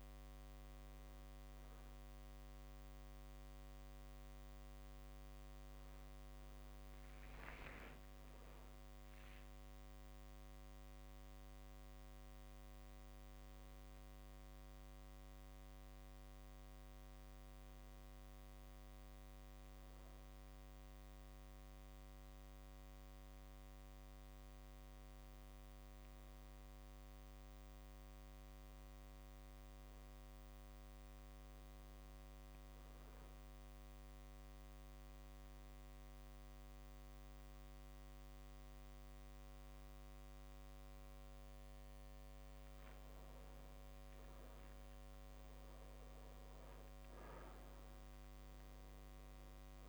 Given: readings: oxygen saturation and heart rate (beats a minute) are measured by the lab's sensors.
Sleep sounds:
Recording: breathing in sleep, hard to hear, by a microphone on the trachea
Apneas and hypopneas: 1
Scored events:
6.50-10.50 s: arousal
31.00-42.50 s: central apnea (oxygen 99% before, 94% lowest)
46.00-49.50 s: arousal
From the record:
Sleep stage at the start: N2 (light sleep)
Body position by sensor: on the back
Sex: male

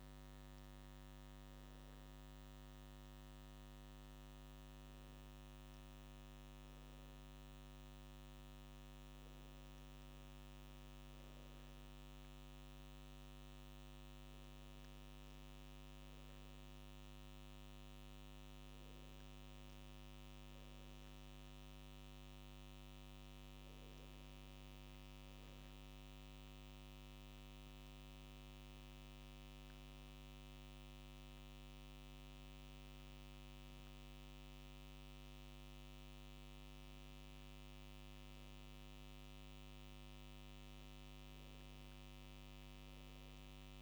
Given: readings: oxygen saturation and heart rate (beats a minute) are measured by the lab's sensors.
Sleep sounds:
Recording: a person awake in a sleep study, hard to hear, by a microphone on the trachea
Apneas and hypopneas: none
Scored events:
none scored
From the record:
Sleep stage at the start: awake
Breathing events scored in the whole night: 91 in 7.6 hours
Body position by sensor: on the right side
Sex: male

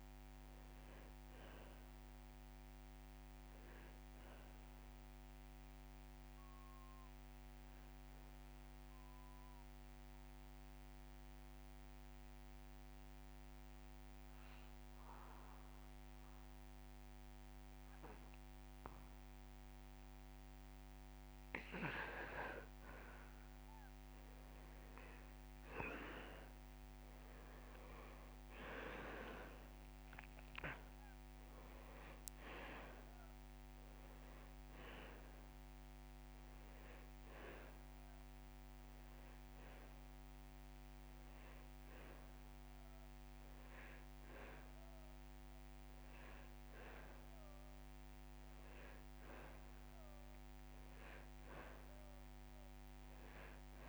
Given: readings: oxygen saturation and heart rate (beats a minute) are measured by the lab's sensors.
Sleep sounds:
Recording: breathing in sleep by a microphone on the trachea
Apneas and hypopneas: 1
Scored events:
0.00-7.00 s: oxygen desaturation (device-marked, oxygen 94% lowest)
7.00-22.00 s: central apnea (oxygen 98% before, 92% lowest)
14.00-30.00 s: oxygen desaturation (device-marked, oxygen 95% before, 92% lowest)
29.00-33.00 s: arousal
44.00-53.89 s: oxygen desaturation (device-marked, oxygen 98% before, 93% lowest)
From the record:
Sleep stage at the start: N2 (light sleep)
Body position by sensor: on the back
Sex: male

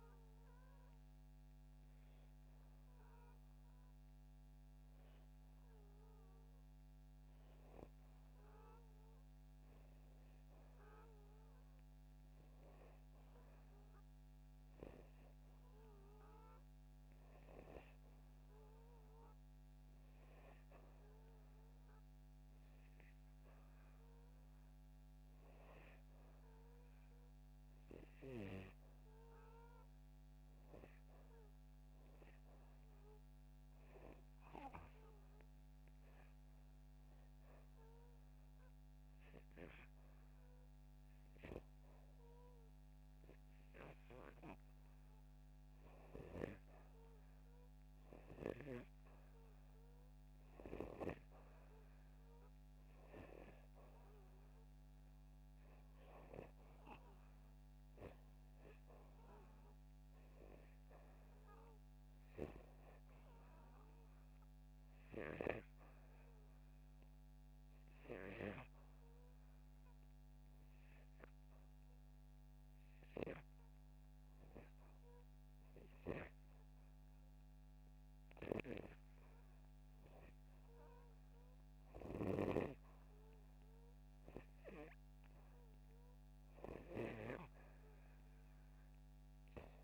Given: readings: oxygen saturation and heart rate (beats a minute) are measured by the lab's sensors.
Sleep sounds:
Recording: breathing in sleep by a microphone on the trachea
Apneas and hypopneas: none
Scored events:
none scored
From the record:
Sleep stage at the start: REM sleep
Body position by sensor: upright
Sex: male

